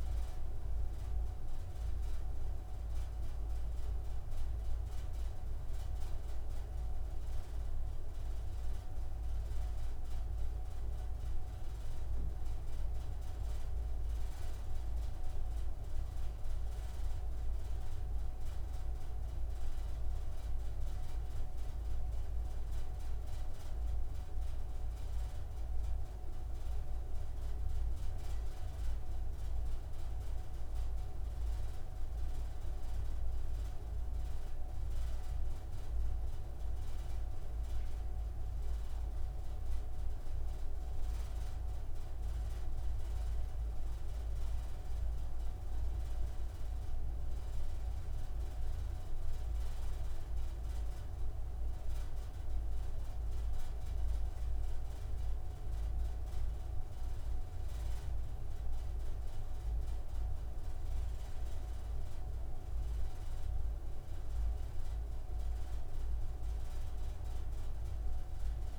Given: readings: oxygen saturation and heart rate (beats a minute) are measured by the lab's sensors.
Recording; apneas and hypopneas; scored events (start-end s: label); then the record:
breathing in sleep, hard to hear, by a room microphone; none
none scored
From the record:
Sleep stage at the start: N3 (deep sleep); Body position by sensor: on the right side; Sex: male